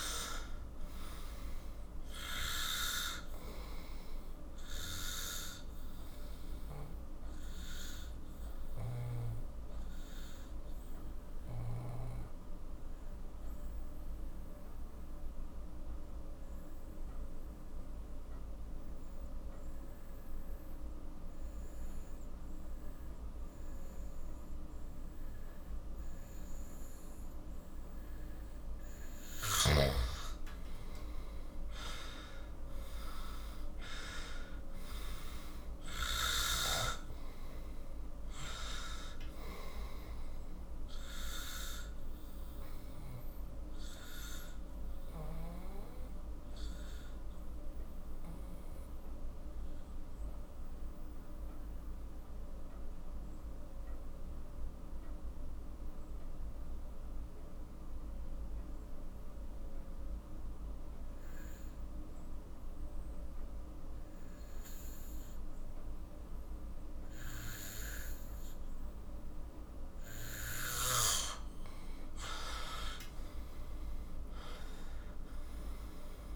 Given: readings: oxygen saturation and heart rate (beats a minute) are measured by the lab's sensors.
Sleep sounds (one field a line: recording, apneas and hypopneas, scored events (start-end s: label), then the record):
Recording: breathing in sleep by a room microphone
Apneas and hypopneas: 2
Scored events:
1.50-18.50 s: oxygen desaturation (device-marked, oxygen 97% before, 92% lowest, heart rate 50 before, 43 extreme)
4.50-28.50 s: obstructive apnea (oxygen 97% before, 90% lowest, heart rate 52 before, 41 extreme, up 12 after)
30.50-34.50 s: arousal
30.50-55.50 s: oxygen desaturation (device-marked, oxygen 97% before, 91% lowest, heart rate 46 before, 41 extreme)
41.00-71.50 s: obstructive apnea (oxygen 97% before, 89% lowest, heart rate 52 before, 41 extreme, up 11 after)
70.50-76.36 s: oxygen desaturation (device-marked, oxygen 97% before, 89% lowest, heart rate 46 before, 41 extreme)
73.50-76.36 s: arousal
From the record:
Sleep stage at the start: N2 (light sleep)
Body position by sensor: on the back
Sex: male